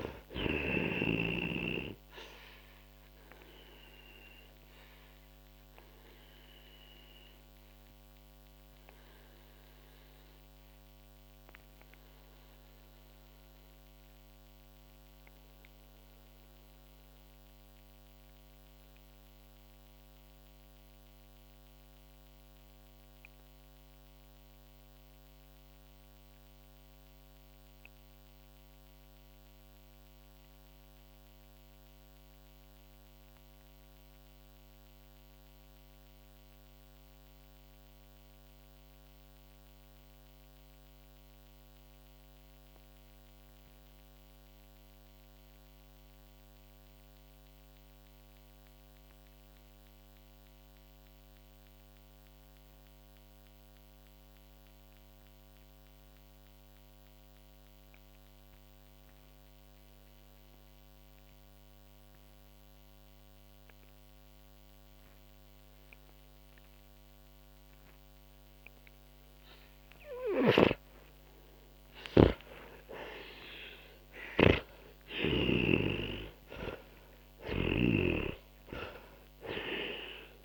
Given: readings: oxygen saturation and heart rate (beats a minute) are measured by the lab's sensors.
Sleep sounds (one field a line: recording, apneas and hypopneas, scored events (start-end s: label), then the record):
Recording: breathing in sleep by a microphone on the trachea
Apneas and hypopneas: 1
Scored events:
0.00-39.50 s: oxygen desaturation (device-marked, oxygen 81% lowest, heart rate 38 extreme)
3.00-66.50 s: obstructive apnea (oxygen 98% before, 80% lowest, heart rate 67 before, 38 extreme, up 19 after)
62.50-80.45 s: oxygen desaturation (device-marked, oxygen 97% before, 80% lowest, heart rate 49 before, 36 extreme)
70.50-75.50 s: arousal
70.50-80.45 s: snoring (device-marked)
From the record:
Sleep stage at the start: N2 (light sleep)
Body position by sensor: on the back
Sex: male